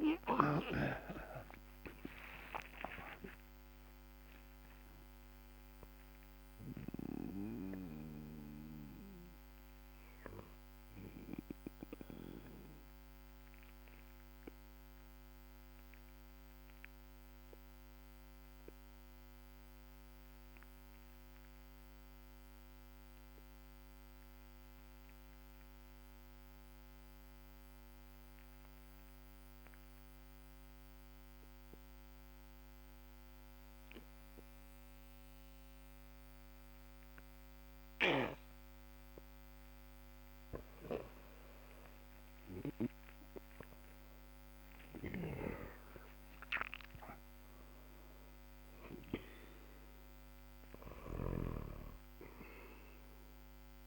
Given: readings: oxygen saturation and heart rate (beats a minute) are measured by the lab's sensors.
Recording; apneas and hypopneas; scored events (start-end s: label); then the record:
breathing in sleep by a microphone on the trachea; 1
1.50-7.00 s: arousal
10.50-39.50 s: obstructive apnea (oxygen 97% before, 91% lowest, heart rate 63 before, 44 extreme, up 17 after)
40.50-44.00 s: arousal
43.50-53.87 s: oxygen desaturation (device-marked, oxygen 99% before, 91% lowest, heart rate 54 before, 48 extreme)
44.50-51.00 s: snoring (device-marked)
From the record:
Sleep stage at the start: N2 (light sleep); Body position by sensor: on the back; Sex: male